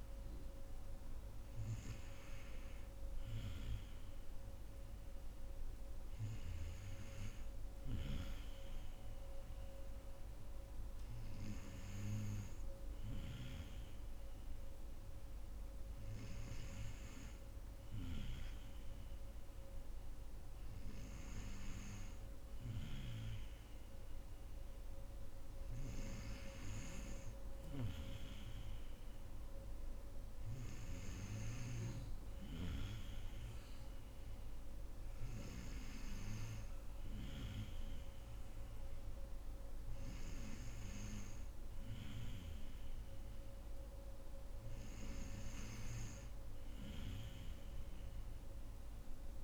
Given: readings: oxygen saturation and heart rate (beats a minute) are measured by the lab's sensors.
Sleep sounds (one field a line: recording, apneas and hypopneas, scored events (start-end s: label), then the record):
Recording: breathing in sleep by a room microphone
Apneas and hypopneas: none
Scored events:
none scored
From the record:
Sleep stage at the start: N2 (light sleep)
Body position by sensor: on the right side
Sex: female